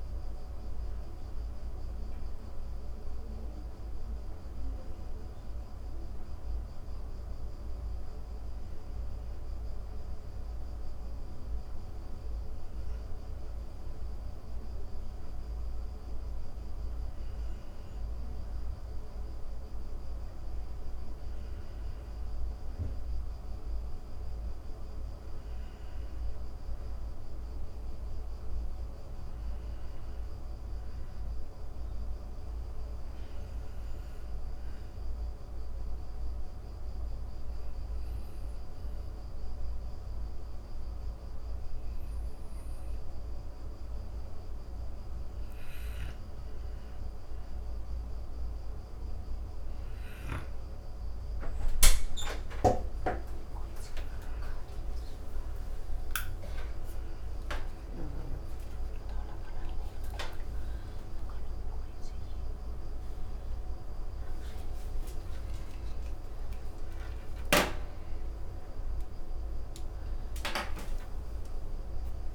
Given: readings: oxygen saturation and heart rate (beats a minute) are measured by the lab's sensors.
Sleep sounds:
a person awake in a sleep study, hard to hear, by a room microphone; none
51.00-71.00 s: oxygen desaturation (device-marked, oxygen 96% before, 91% lowest, heart rate 129 before, 27 extreme)
From the record:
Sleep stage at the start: awake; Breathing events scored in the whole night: 396 in 5.8 hours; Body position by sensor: on the back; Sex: female

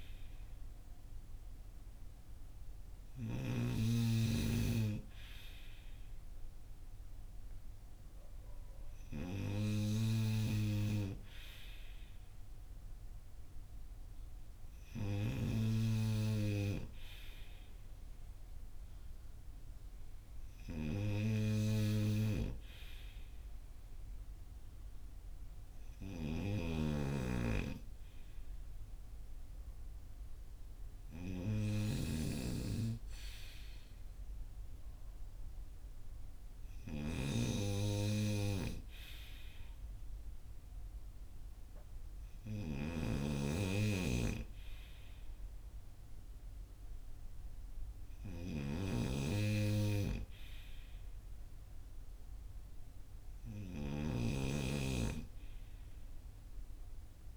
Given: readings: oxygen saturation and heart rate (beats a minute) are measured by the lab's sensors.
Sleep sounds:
breathing in sleep by a room microphone; none
0.00-3.50 s: snoring (device-marked)
25.50-57.37 s: snoring (device-marked)
From the record:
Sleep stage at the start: N2 (light sleep); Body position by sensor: on the front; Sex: male

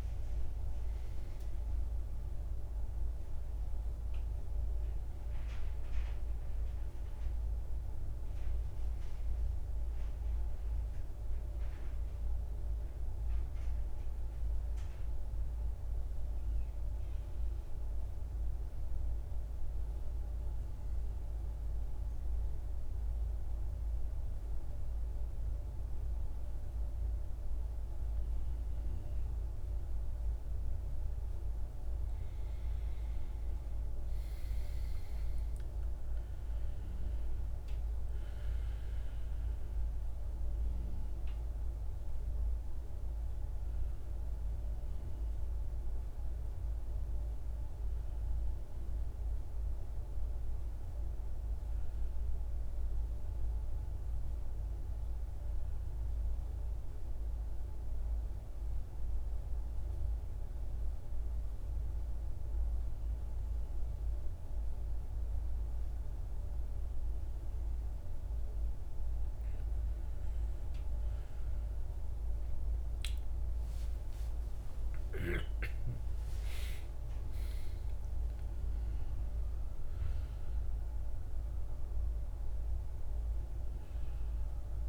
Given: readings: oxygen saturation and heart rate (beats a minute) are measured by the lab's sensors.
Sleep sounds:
breathing in sleep, hard to hear, by a room microphone; 2
0.00-14.50 s: oxygen desaturation (device-marked, oxygen 89% lowest, heart rate 56 extreme)
16.50-27.50 s: central apnea (oxygen 98% before, 90% lowest, heart rate 65 before, 56 extreme, up 9 after)
29.50-32.50 s: arousal
34.50-55.50 s: oxygen desaturation (device-marked, oxygen 98% before, 90% lowest, heart rate 59 before, 56 extreme)
56.50-68.50 s: central apnea (oxygen 98% before, 94% lowest, heart rate 65 before, 56 extreme, up 12 after)
65.50-84.89 s: new sleep stage, awake
78.50-84.89 s: oxygen desaturation (device-marked, oxygen 98% before, 94% lowest, heart rate 60 before, 66 extreme)
From the record:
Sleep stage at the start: N2 (light sleep); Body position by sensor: on the back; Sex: male

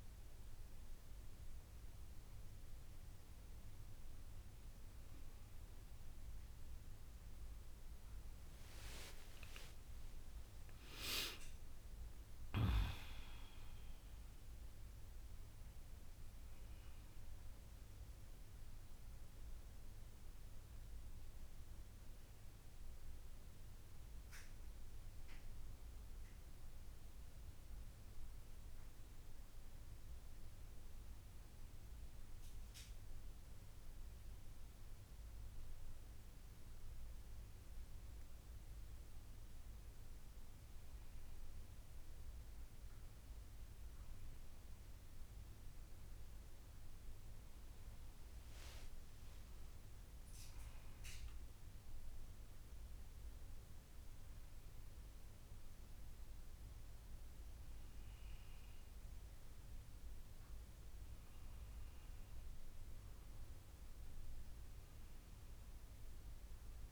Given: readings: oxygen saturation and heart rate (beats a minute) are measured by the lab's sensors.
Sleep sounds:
breathing in sleep, hard to hear, by a room microphone; none
8.50-12.50 s: arousal
From the record:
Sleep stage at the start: N2 (light sleep); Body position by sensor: on the back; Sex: female

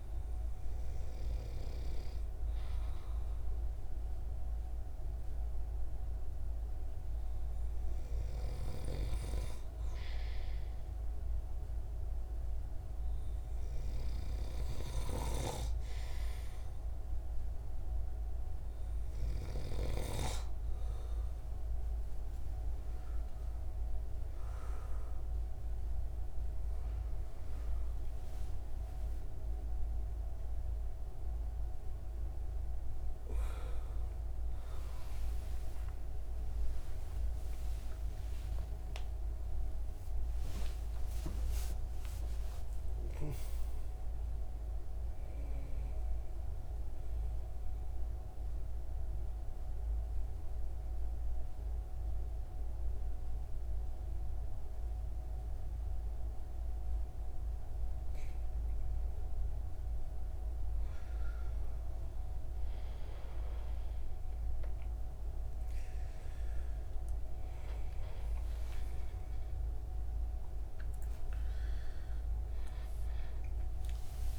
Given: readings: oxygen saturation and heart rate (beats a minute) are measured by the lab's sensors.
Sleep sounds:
breathing in sleep, hard to hear, by a room microphone; 1
36.00-42.00 s: arousal
46.50-57.00 s: mixed apnea (oxygen 95% before, 93% lowest)
62.50-74.39 s: new sleep stage, awake
From the record:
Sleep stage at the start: N2 (light sleep); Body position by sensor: on the right side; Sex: male

